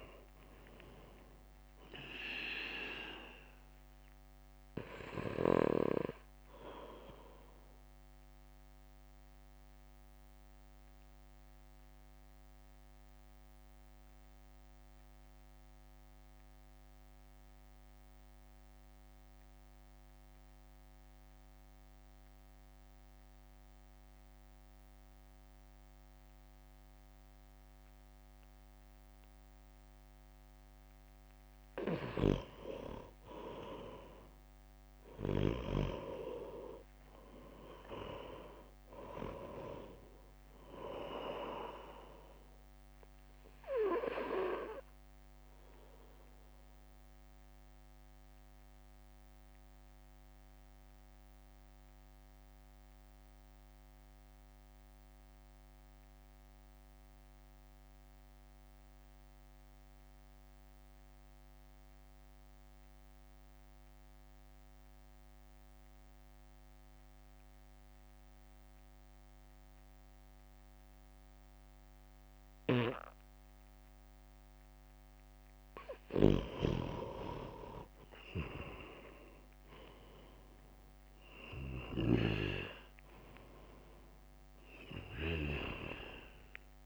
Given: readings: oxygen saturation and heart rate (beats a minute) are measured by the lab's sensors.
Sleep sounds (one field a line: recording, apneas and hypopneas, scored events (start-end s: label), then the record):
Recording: breathing in sleep by a microphone on the trachea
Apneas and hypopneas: 2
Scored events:
0.00-10.50 s: drop in pulse transit time (device-marked, heart rate 49 extreme)
0.00-10.50 s: oxygen desaturation (device-marked, oxygen 92% lowest, heart rate 49 extreme)
8.50-31.00 s: mixed apnea (oxygen 98% before, 91% lowest, heart rate 59 before, 51 extreme, up 5 after)
34.50-37.50 s: arousal
36.50-48.50 s: oxygen desaturation (device-marked, oxygen 98% before, 94% lowest, heart rate 62 before, 51 extreme)
45.50-75.00 s: mixed apnea (oxygen 98% before, 91% lowest, heart rate 61 before, 53 extreme, up 4 after)
72.50-86.86 s: oxygen desaturation (device-marked, oxygen 98% before, 92% lowest, heart rate 59 before, 53 extreme)
76.00-85.50 s: snoring (device-marked)
77.50-81.00 s: arousal
78.50-86.86 s: drop in pulse transit time (device-marked, heart rate 61 before, 53 extreme)
From the record:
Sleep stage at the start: N2 (light sleep)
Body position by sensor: on the right side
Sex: male